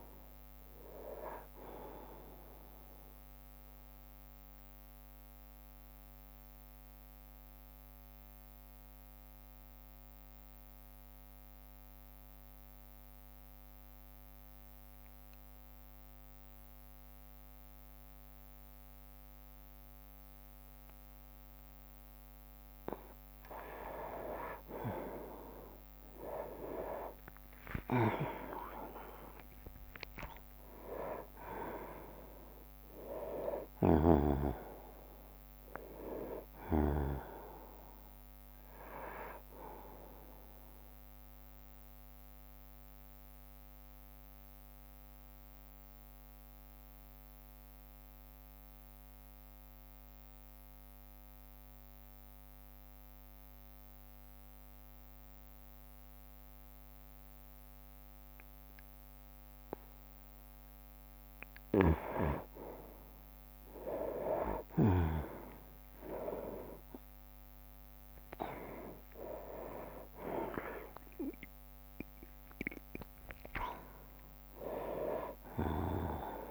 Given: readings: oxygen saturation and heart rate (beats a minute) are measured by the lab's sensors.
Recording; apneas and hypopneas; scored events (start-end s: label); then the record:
breathing in sleep by a microphone on the trachea; 2
0.00-1.00 s: oxygen desaturation (device-marked, oxygen 93% lowest, heart rate 58 extreme)
0.00-2.00 s: drop in pulse transit time (device-marked, heart rate 67 extreme)
3.00-22.50 s: mixed apnea (oxygen 98% before, 91% lowest, heart rate 68 before, 58 extreme, up 11 after)
5.00-17.00 s: bradycardia (device-marked, heart rate 69 before, 58 extreme)
26.00-31.50 s: arousal
29.00-41.00 s: drop in pulse transit time (device-marked, heart rate 60 before, 67 extreme)
30.00-46.00 s: oxygen desaturation (device-marked, oxygen 98% before, 92% lowest, heart rate 61 before, 57 extreme)
40.00-61.00 s: mixed apnea (oxygen 98% before, 91% lowest, heart rate 67 before, 57 extreme, up 9 after)
43.00-56.00 s: bradycardia (device-marked, heart rate 69 before, 57 extreme)
48.00-59.00 s: oxygen desaturation (device-marked, oxygen 94% before, 91% lowest, heart rate 67 before, 58 extreme)
65.00-76.50 s: drop in pulse transit time (device-marked, heart rate 59 before, 64 extreme)
65.50-69.50 s: arousal
72.50-74.50 s: long interval between heartbeats (device-marked, heart rate 62 before, 74 extreme)
From the record:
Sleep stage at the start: N2 (light sleep); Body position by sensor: on the right side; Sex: male